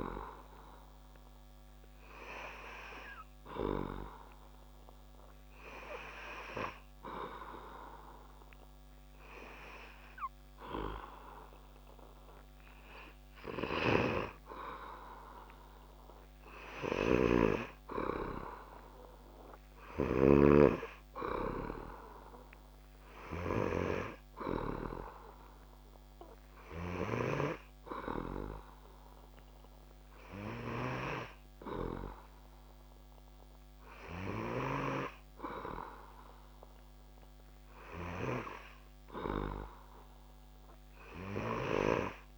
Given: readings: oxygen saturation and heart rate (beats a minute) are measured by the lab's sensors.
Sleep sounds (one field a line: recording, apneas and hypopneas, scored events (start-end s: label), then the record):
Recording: breathing in sleep by a microphone on the trachea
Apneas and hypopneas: 1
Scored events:
4.00-15.50 s: hypopnea (oxygen 98% before, 96% lowest)
16.50-20.00 s: snoring (device-marked)
17.50-20.50 s: arousal
From the record:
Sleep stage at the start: N2 (light sleep)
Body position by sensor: on the back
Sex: male